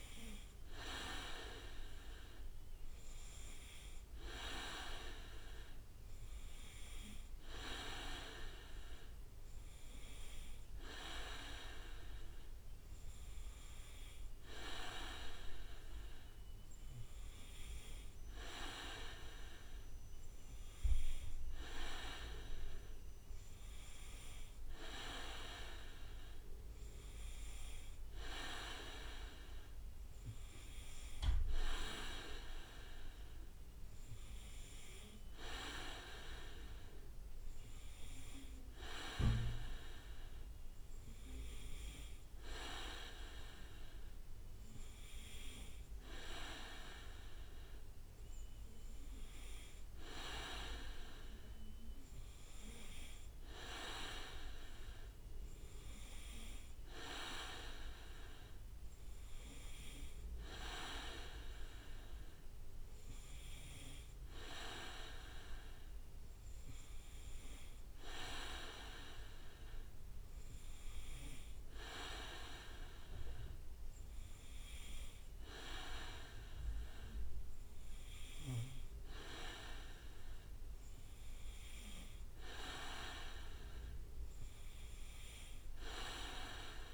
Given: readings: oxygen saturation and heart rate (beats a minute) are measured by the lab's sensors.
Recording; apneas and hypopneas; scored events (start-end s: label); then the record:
breathing in sleep by a room microphone; none
none scored
From the record:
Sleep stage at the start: N2 (light sleep); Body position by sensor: on the back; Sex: male